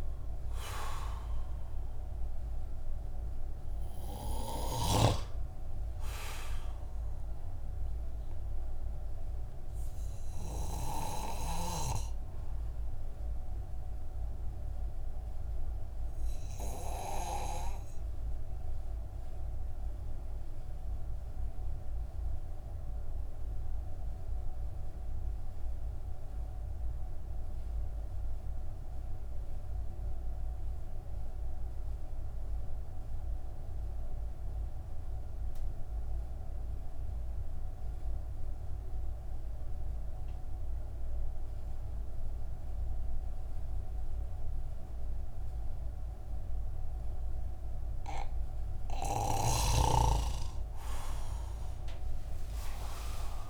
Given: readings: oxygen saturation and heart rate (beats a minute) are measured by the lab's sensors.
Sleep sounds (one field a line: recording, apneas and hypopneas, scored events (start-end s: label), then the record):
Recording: breathing in sleep by a room microphone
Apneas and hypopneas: 1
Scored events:
8.00-47.00 s: mixed apnea (oxygen 97% before, 91% lowest)
15.00-30.00 s: oxygen desaturation (device-marked, oxygen 94% before, 91% lowest)
52.00-53.49 s: arousal
From the record:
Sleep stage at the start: N2 (light sleep)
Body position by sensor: on the back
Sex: male